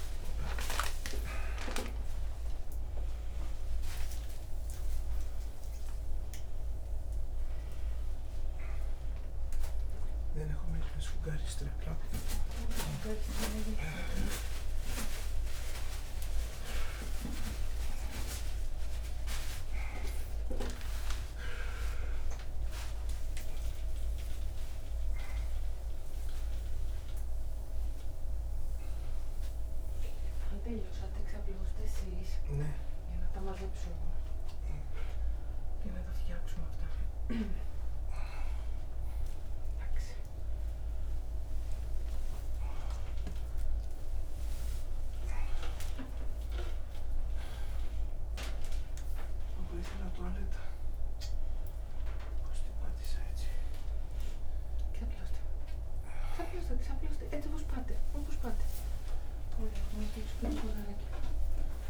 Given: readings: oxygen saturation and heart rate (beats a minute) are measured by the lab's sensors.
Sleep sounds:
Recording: a person awake in a sleep study, by a room microphone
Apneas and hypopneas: none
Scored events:
18.50-20.50 s: oxygen desaturation (device-marked, oxygen 98% before, 96% lowest, heart rate 87 before, 66 extreme)
From the record:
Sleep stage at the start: awake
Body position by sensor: upright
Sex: male

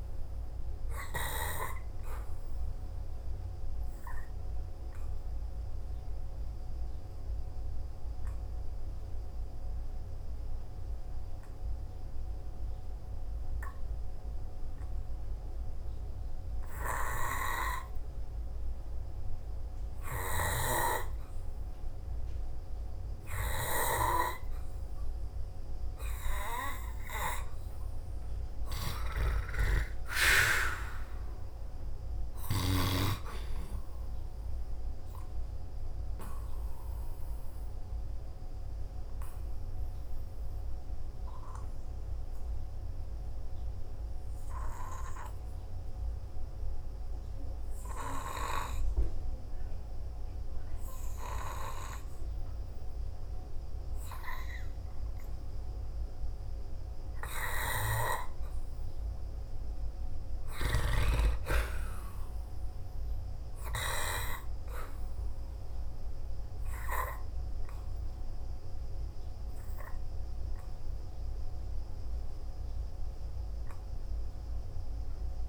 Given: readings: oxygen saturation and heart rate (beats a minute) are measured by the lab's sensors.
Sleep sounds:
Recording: breathing in sleep by a room microphone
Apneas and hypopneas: 2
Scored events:
5.50-25.50 s: hypopnea (oxygen 96% before, 88% lowest, heart rate 55 before, 53 extreme, up 6 after)
10.00-25.00 s: oxygen desaturation (device-marked, oxygen 96% before, 88% lowest, heart rate 55 before, 53 extreme)
28.50-32.50 s: arousal
37.00-57.00 s: hypopnea (oxygen 96% before, 89% lowest, heart rate 56 before, 53 extreme, up 0 after)
57.00-67.00 s: oxygen desaturation (device-marked, oxygen 93% before, 89% lowest, heart rate 57 before, 52 extreme)
59.00-62.00 s: arousal
74.00-75.49 s: oxygen desaturation (device-marked, oxygen 96% before, 90% lowest, heart rate 55 before, 50 extreme)
From the record:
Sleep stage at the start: N2 (light sleep)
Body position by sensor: on the back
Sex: male

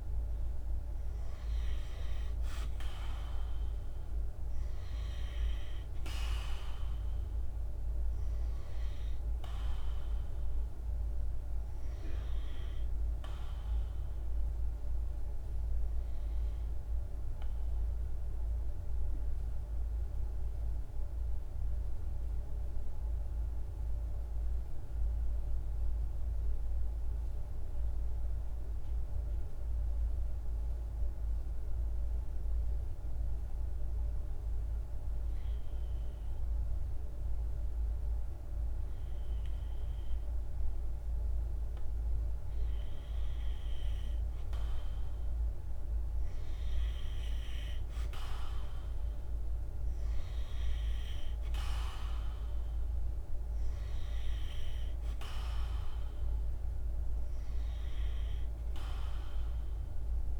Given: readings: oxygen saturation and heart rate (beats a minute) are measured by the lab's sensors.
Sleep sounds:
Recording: breathing in sleep by a room microphone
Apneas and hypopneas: 1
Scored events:
0.00-20.50 s: oxygen desaturation (device-marked, oxygen 92% lowest, heart rate 52 extreme)
19.00-35.50 s: hypopnea (oxygen 97% before, 92% lowest, heart rate 54 before, 52 extreme, up 0 after)
38.50-42.00 s: arousal
39.50-60.40 s: oxygen desaturation (device-marked, oxygen 98% before, 92% lowest, heart rate 53 before, 50 extreme)
From the record:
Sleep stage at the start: N2 (light sleep)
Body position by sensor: on the right side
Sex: male

